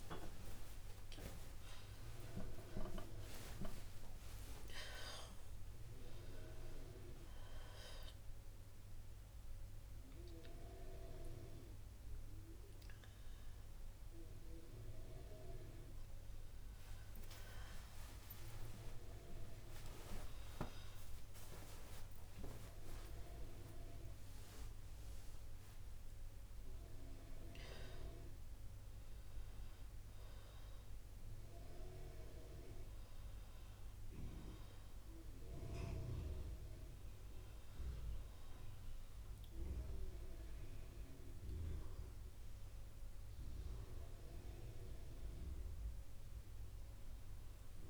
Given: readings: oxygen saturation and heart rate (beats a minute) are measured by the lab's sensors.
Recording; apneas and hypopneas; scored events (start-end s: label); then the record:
a person awake in a sleep study, by a room microphone; none
13.00-18.00 s: oxygen desaturation (device-marked, oxygen 97% before, 89% lowest, heart rate 105 before, 63 extreme)
25.00-34.00 s: oxygen desaturation (device-marked, oxygen 96% before, 92% lowest, heart rate 82 before, 61 extreme)
32.00-47.90 s: new sleep stage, N1 (lightest sleep)
From the record:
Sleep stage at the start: awake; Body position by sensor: on the right side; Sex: female